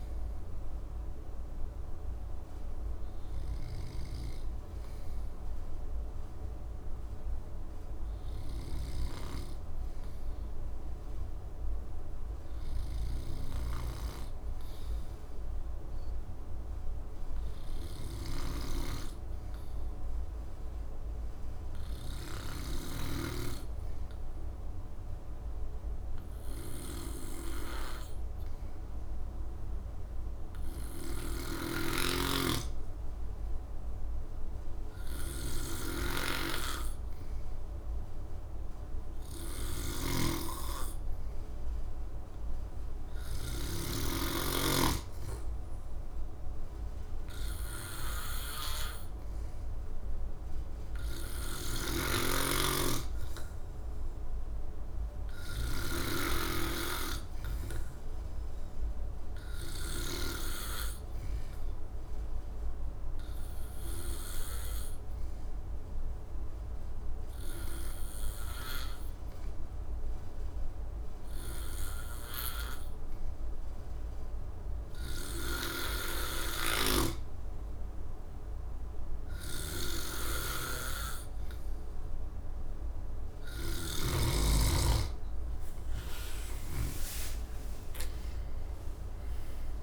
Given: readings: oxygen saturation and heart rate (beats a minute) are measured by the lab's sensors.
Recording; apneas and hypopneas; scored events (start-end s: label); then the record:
breathing in sleep by a room microphone; 1
0.00-5.00 s: oxygen desaturation (device-marked, oxygen 91% lowest, heart rate 60 extreme)
0.50-85.50 s: obstructive apnea (oxygen 94% before, 90% lowest, heart rate 82 before, 60 extreme, up 15 after)
31.00-43.50 s: snoring (device-marked)
31.00-62.00 s: oxygen desaturation (device-marked, oxygen 98% before, 94% lowest, heart rate 63 before, 63 extreme)
51.50-56.00 s: snoring (device-marked)
83.00-89.83 s: oxygen desaturation (device-marked, oxygen 95% before, 90% lowest, heart rate 65 before, 60 extreme)
87.00-89.83 s: arousal
From the record:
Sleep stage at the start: N2 (light sleep); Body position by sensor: on the back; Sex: male